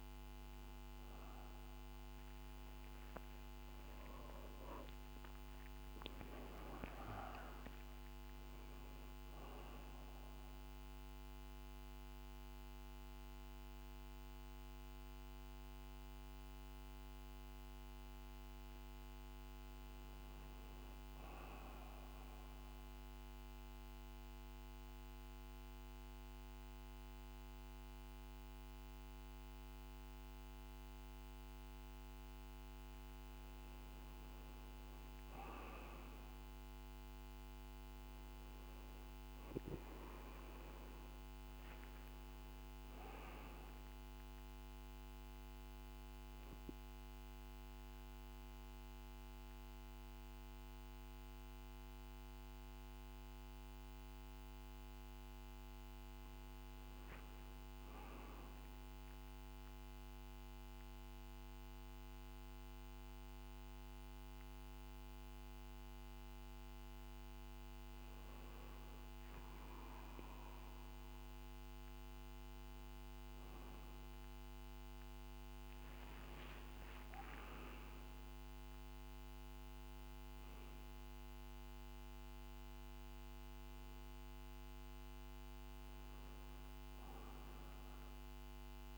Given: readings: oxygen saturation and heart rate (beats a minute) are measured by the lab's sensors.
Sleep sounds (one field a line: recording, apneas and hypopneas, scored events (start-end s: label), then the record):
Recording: breathing in sleep, hard to hear, by a microphone on the trachea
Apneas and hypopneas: 2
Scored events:
21.00-32.00 s: central apnea (oxygen 98% before, 96% lowest, heart rate 63 before, 48 extreme, up 2 after)
23.50-83.50 s: new sleep stage, N2 (light sleep)
36.50-41.00 s: arousal
46.00-56.50 s: central apnea (oxygen 98% before, 96% lowest, heart rate 49 before, 48 extreme, up 2 after)
59.00-62.00 s: arousal
83.50-88.98 s: new sleep stage, awake
From the record:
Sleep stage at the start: N1 (lightest sleep)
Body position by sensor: on the back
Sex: male